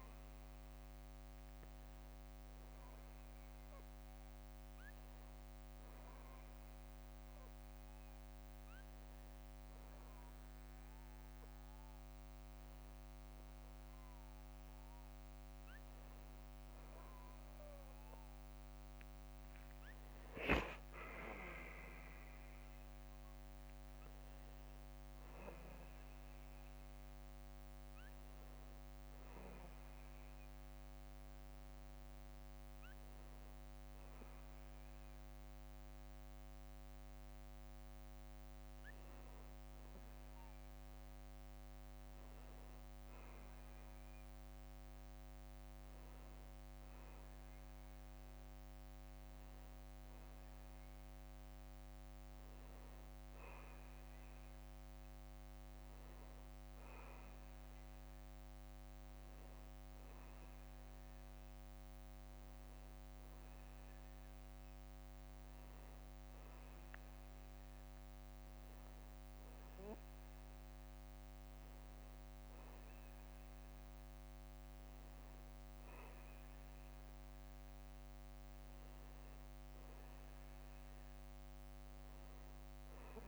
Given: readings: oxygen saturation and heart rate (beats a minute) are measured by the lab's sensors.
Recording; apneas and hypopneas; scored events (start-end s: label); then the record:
a person awake in a sleep study, hard to hear, by a microphone on the trachea; none
18.50-20.50 s: long interval between heartbeats (device-marked, heart rate 59 before, 65 extreme)
21.50-23.50 s: long interval between heartbeats (device-marked, heart rate 59 before, 84 extreme)
41.50-43.50 s: long interval between heartbeats (device-marked, heart rate 64 before, 68 extreme)
47.50-49.50 s: long interval between heartbeats (device-marked, heart rate 63 before, 58 extreme)
69.00-71.00 s: long interval between heartbeats (device-marked, heart rate 57 before, 70 extreme)
72.50-74.50 s: long interval between heartbeats (device-marked, heart rate 59 before, 70 extreme)
From the record:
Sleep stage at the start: awake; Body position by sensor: on the back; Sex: male